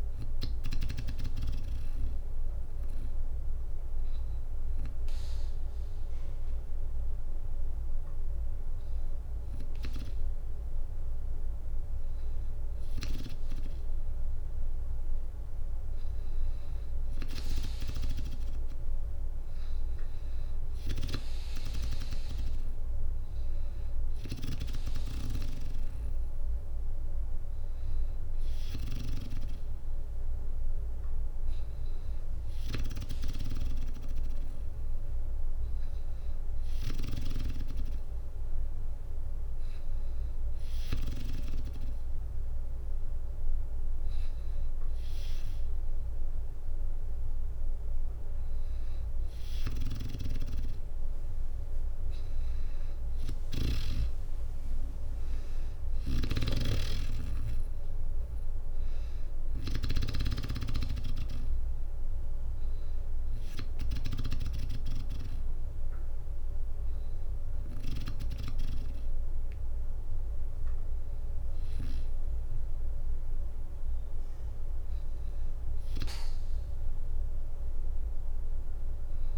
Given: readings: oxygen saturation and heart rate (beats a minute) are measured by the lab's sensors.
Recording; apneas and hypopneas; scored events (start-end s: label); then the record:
breathing in sleep by a room microphone; 1
0.00-2.50 s: drop in pulse transit time (device-marked, heart rate 61 extreme)
1.00-11.50 s: hypopnea (oxygen 96% before, 94% lowest, heart rate 66 before, 59 extreme, up 4 after)
6.50-8.50 s: bradycardia (device-marked, heart rate 62 before, 60 extreme)
14.00-17.00 s: arousal
51.50-55.00 s: arousal
54.50-66.50 s: drop in pulse transit time (device-marked, heart rate 63 before, 61 extreme)
55.00-63.50 s: snoring (device-marked)
From the record:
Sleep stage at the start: N2 (light sleep); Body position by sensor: on the back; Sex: female